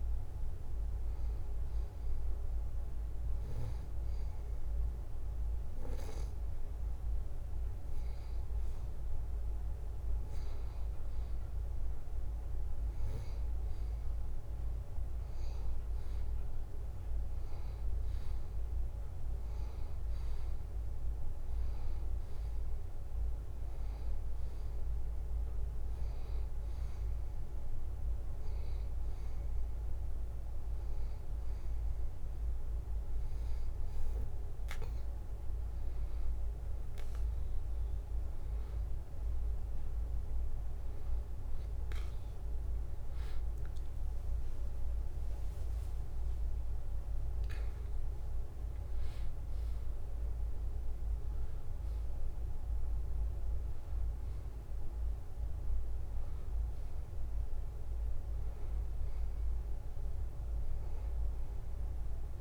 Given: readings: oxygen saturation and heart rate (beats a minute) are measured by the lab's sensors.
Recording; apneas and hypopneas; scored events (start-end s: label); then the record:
breathing in sleep, hard to hear, by a room microphone; none
none scored
From the record:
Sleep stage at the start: N2 (light sleep); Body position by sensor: on the back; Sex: male